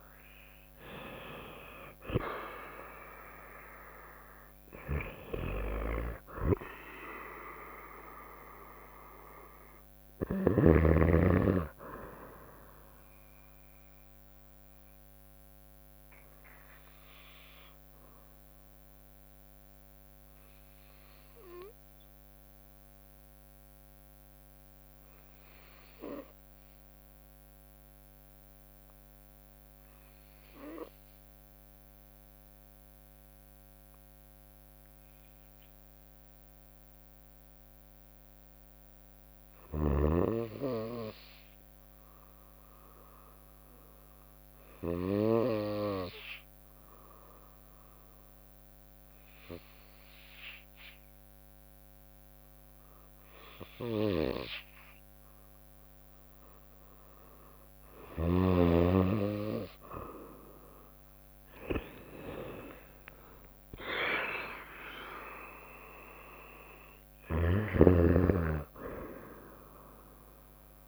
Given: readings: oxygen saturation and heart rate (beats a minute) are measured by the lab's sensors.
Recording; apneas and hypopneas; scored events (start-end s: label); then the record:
breathing in sleep by a microphone on the trachea; 1
0.00-9.50 s: drop in pulse transit time (device-marked, heart rate 64 extreme)
0.00-12.50 s: oxygen desaturation (device-marked, oxygen 92% lowest, heart rate 58 extreme)
5.50-10.00 s: snoring (device-marked)
11.50-20.50 s: bradycardia (device-marked, heart rate 64 before, 58 extreme)
14.00-56.50 s: mixed apnea (oxygen 95% before, 88% lowest, heart rate 67 before, 58 extreme, up 15 after)
33.50-42.50 s: bradycardia (device-marked, heart rate 64 before, 58 extreme)
39.00-45.00 s: snoring (device-marked)
40.50-70.88 s: oxygen desaturation (device-marked, oxygen 98% before, 89% lowest, heart rate 60 before, 57 extreme)
44.50-51.50 s: bradycardia (device-marked, heart rate 64 before, 59 extreme)
53.50-58.00 s: snoring (device-marked)
60.50-70.88 s: drop in pulse transit time (device-marked, heart rate 60 before, 63 extreme)
62.00-66.00 s: arousal
66.50-70.88 s: snoring (device-marked)
From the record:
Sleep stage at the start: REM sleep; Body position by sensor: on the right side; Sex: female